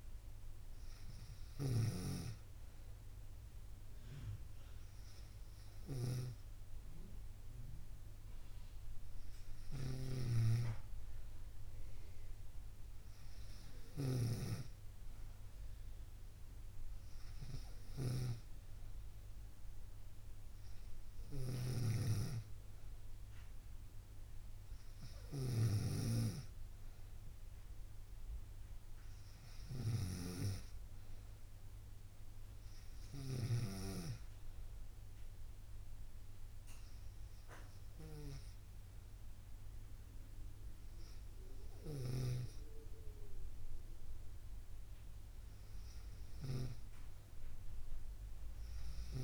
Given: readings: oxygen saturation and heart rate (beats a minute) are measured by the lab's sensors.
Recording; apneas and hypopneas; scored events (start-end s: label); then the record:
breathing in sleep by a room microphone; none
0.00-2.00 s: snoring (device-marked)
10.00-14.50 s: snoring (device-marked)
21.50-33.50 s: snoring (device-marked)
From the record:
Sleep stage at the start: N2 (light sleep); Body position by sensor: on the right side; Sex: female